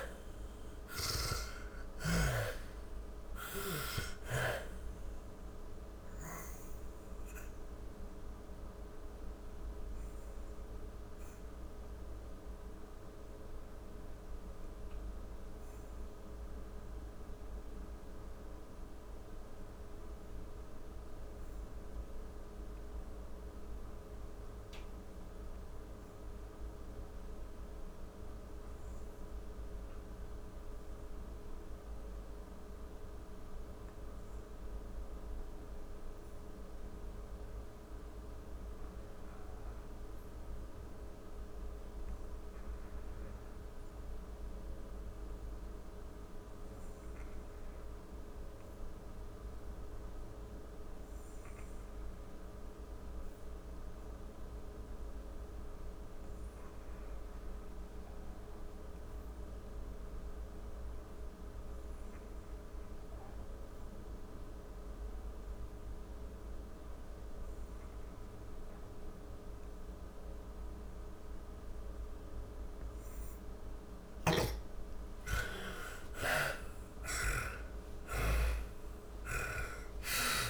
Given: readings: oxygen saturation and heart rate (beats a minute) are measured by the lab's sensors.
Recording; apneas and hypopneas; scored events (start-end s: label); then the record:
breathing in sleep by a room microphone; 1
0.00-1.50 s: arousal
0.00-28.00 s: oxygen desaturation (device-marked, oxygen 63% lowest, heart rate 39 extreme)
4.50-70.50 s: obstructive apnea (oxygen 87% before, 55% lowest, heart rate 62 before, 39 extreme)
42.00-80.50 s: oxygen desaturation (device-marked, oxygen 95% before, 55% lowest, heart rate 53 before, 40 extreme)
72.50-79.00 s: arousal
76.50-80.50 s: snoring (device-marked)
From the record:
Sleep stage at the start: REM sleep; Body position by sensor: on the back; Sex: female